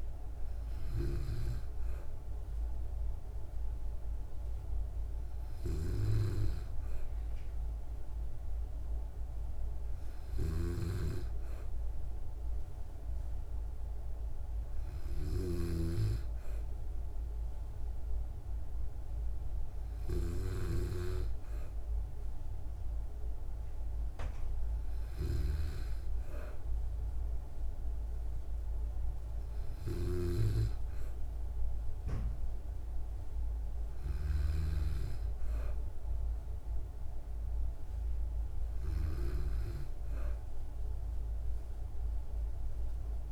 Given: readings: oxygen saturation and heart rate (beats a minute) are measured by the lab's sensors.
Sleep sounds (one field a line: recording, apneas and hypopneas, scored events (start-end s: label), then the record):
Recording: breathing in sleep by a room microphone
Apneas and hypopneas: none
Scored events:
10.00-15.50 s: snoring (device-marked)
From the record:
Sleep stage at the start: N2 (light sleep)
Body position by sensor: on the back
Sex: female